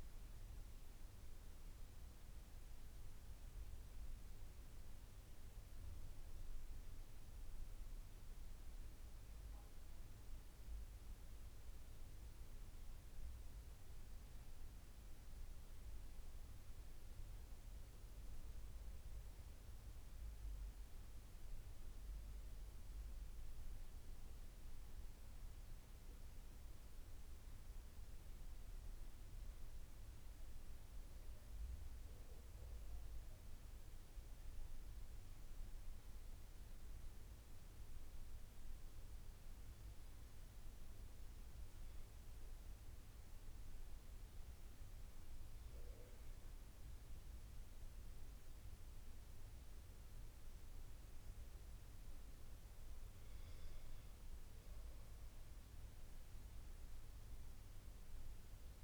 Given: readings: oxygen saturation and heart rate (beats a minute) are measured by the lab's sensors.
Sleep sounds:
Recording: breathing in sleep, hard to hear, by a room microphone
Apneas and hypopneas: 2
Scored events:
0.00-4.50 s: oxygen desaturation (device-marked, oxygen 89% lowest, heart rate 78 extreme)
1.00-13.00 s: hypopnea (oxygen 93% before, 90% lowest, heart rate 85 before, 78 extreme, up 5 after)
16.00-19.50 s: arousal
27.50-58.84 s: new sleep stage, N2 (light sleep)
30.50-42.00 s: hypopnea (oxygen 94% before, 91% lowest, heart rate 83 before, 79 extreme, up 5 after)
44.00-48.00 s: arousal
From the record:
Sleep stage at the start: N1 (lightest sleep)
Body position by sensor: on the back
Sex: male

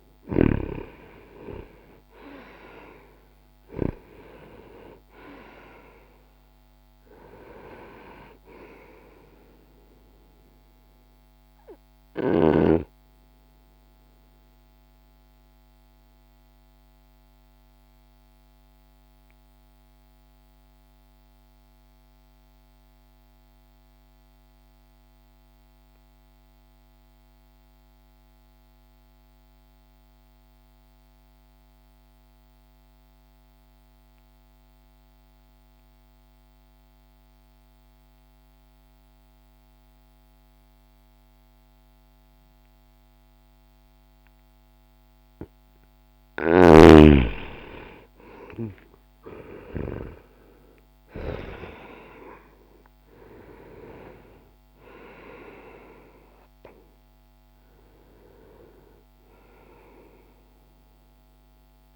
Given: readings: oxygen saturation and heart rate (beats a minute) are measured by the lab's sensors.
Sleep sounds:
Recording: breathing in sleep by a microphone on the trachea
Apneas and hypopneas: 1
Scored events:
0.00-2.00 s: arousal
0.00-15.00 s: oxygen desaturation (device-marked, oxygen 98% before, 92% lowest)
13.50-44.50 s: obstructive apnea (oxygen 98% before, 86% lowest)
26.00-38.00 s: oxygen desaturation (device-marked, oxygen 94% before, 87% lowest)
46.50-51.50 s: arousal
From the record:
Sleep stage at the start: N2 (light sleep)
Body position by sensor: on the back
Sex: male

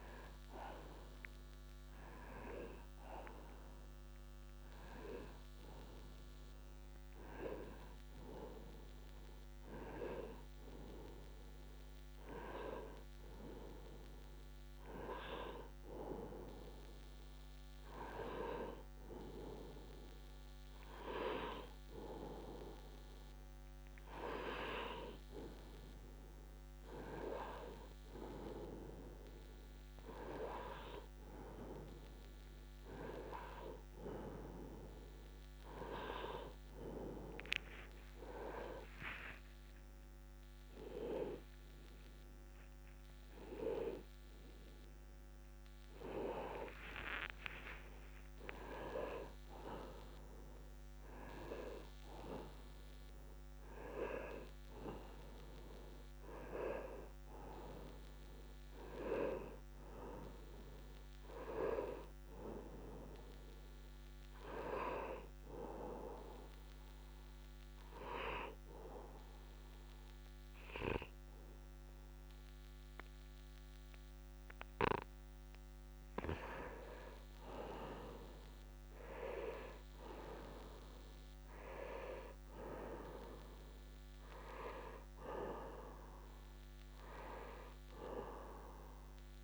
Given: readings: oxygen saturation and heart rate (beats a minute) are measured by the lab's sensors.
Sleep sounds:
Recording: a person awake in a sleep study, by a microphone on the trachea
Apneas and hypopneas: none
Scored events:
45.50-89.44 s: new sleep stage, N1 (lightest sleep)
78.50-89.44 s: oxygen desaturation (device-marked, oxygen 96% before, 90% lowest, heart rate 71 before, 66 extreme)
From the record:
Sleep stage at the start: awake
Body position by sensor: on the right side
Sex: male

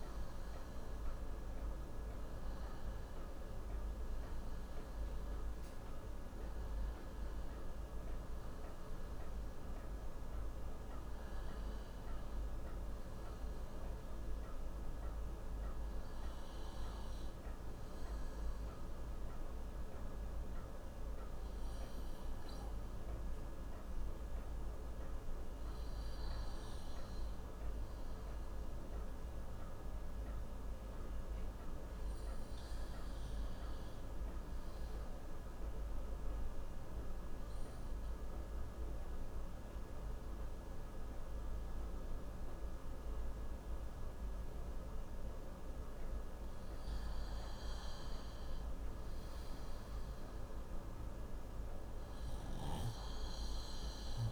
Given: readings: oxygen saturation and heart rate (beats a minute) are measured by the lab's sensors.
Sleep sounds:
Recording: breathing in sleep, hard to hear, by a room microphone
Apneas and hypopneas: 1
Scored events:
35.00-47.50 s: obstructive apnea (oxygen 97% before, 91% lowest, heart rate 61 before, 53 extreme, up 11 after)
41.50-54.31 s: oxygen desaturation (device-marked, oxygen 97% before, 95% lowest, heart rate 62 before, 53 extreme)
49.00-53.00 s: arousal
From the record:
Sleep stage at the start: N1 (lightest sleep)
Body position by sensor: on the left side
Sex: male

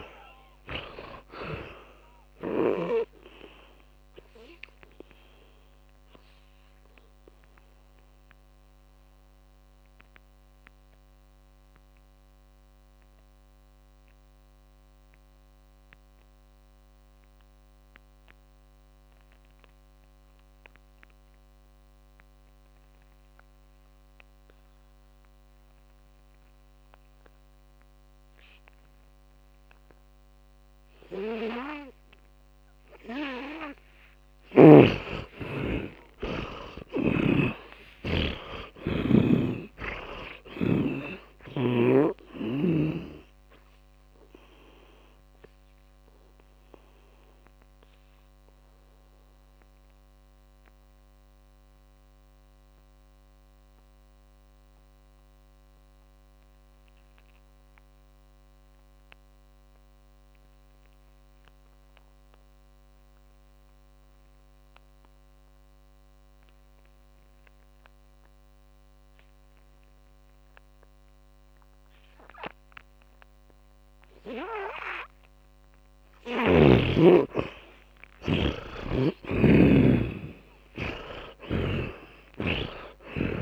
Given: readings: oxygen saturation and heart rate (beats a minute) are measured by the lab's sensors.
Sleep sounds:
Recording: breathing in sleep by a microphone on the trachea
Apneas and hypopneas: 2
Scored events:
0.00-3.00 s: snoring (device-marked)
0.00-26.50 s: oxygen desaturation (device-marked, oxygen 75% lowest, heart rate 45 extreme)
3.50-33.50 s: mixed apnea (oxygen 100% before, 75% lowest, heart rate 54 before, 47 extreme, up 21 after)
31.50-63.50 s: oxygen desaturation (device-marked, oxygen 100% before, 80% lowest, heart rate 55 before, 43 extreme)
35.50-39.00 s: arousal
37.00-41.00 s: snoring (device-marked)
45.50-76.00 s: mixed apnea (oxygen 100% before, 77% lowest, heart rate 58 before, 43 extreme, up 34 after)
77.00-81.50 s: arousal
From the record:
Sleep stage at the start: N2 (light sleep)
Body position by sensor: on the back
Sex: male

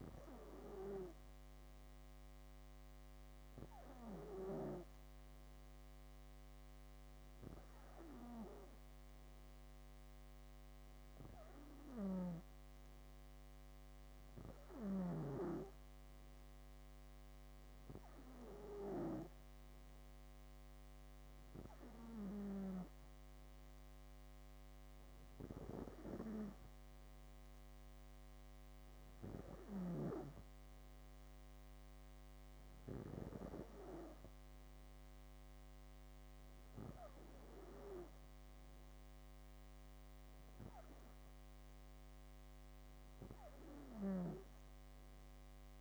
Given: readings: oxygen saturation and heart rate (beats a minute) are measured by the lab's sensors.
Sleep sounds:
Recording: breathing in sleep by a microphone on the trachea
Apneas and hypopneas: none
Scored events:
11.50-15.00 s: snoring (device-marked)
From the record:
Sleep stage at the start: N2 (light sleep)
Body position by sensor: on the back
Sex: female

